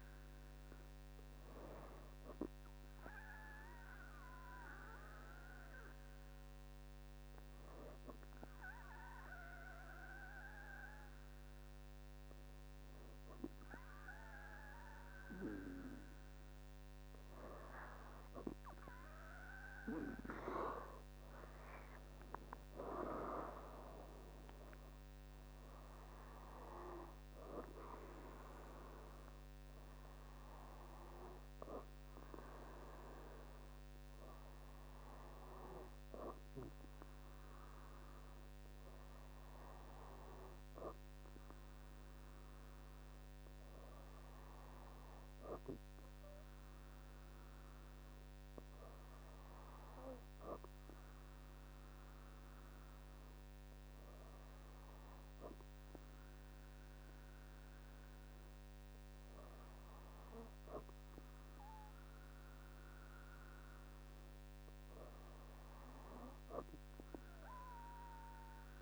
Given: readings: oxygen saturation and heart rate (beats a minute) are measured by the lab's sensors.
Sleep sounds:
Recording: breathing in sleep by a microphone on the trachea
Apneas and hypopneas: none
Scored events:
21.50-24.50 s: arousal
From the record:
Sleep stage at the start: N2 (light sleep)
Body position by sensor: on the back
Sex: female

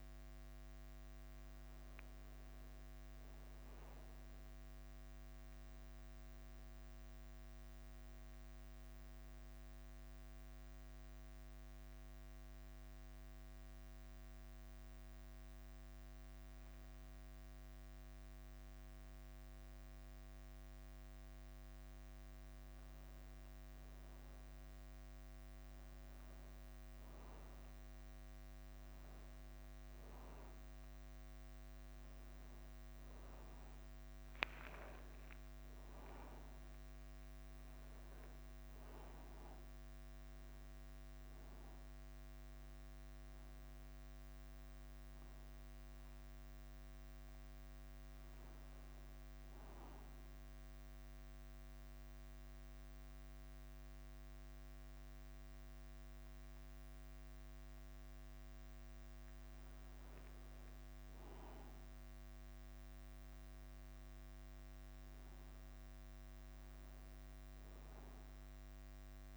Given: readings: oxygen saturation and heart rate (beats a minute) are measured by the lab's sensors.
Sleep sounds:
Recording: breathing in sleep, hard to hear, by a microphone on the trachea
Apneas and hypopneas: 1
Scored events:
0.00-69.37 s: bradycardia (device-marked, heart rate 48 extreme)
3.00-7.00 s: arousal
10.00-23.00 s: obstructive apnea (oxygen 99% before, 97% lowest, heart rate 54 before, 53 extreme, up 1 after)
33.50-38.50 s: arousal
54.50-69.37 s: new sleep stage, N2 (light sleep)
65.00-69.00 s: arousal
From the record:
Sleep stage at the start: N1 (lightest sleep)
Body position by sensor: on the back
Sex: male

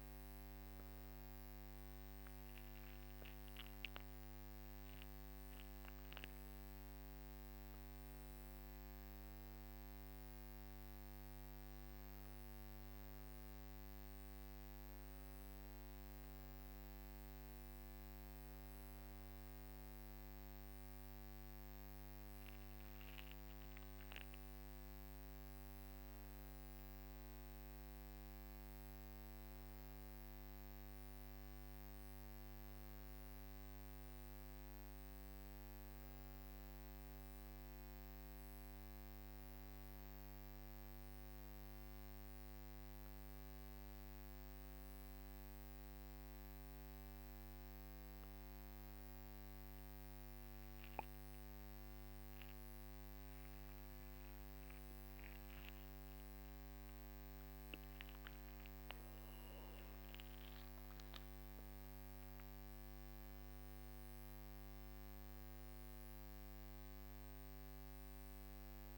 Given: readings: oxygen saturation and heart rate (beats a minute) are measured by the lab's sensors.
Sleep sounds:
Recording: breathing in sleep, hard to hear, by a microphone on the trachea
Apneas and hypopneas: none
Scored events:
47.00-68.98 s: new sleep stage, N3 (deep sleep)
From the record:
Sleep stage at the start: N1 (lightest sleep)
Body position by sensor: on the back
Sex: male

